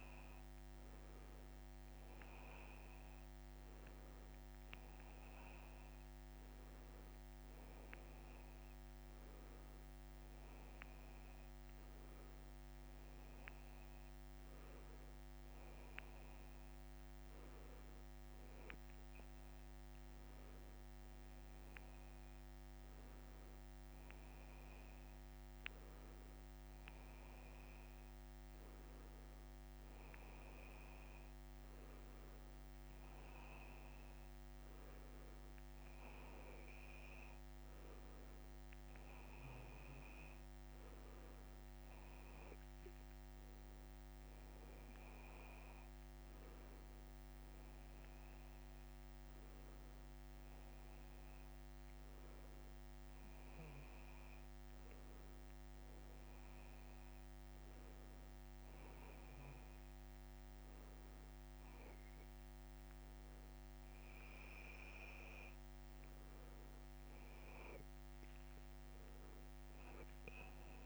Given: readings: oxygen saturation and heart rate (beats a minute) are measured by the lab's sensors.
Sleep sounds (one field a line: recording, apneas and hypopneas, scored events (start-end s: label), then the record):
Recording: breathing in sleep, hard to hear, by a microphone on the trachea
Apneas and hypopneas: none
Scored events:
none scored
From the record:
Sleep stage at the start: N2 (light sleep)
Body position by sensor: on the back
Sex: male